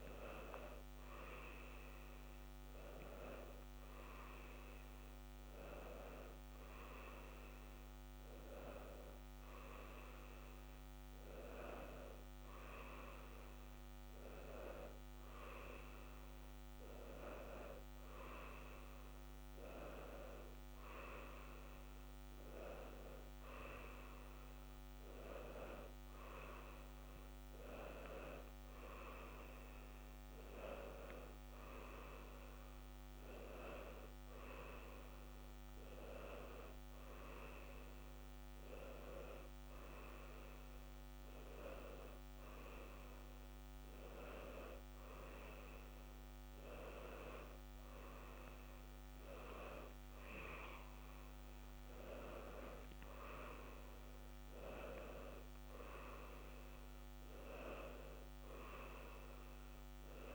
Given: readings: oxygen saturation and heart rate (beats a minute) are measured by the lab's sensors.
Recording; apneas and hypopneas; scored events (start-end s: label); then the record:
a person awake in a sleep study, by a microphone on the trachea; none
48.50-52.50 s: arousal
From the record:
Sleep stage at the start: awake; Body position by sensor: on the left side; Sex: male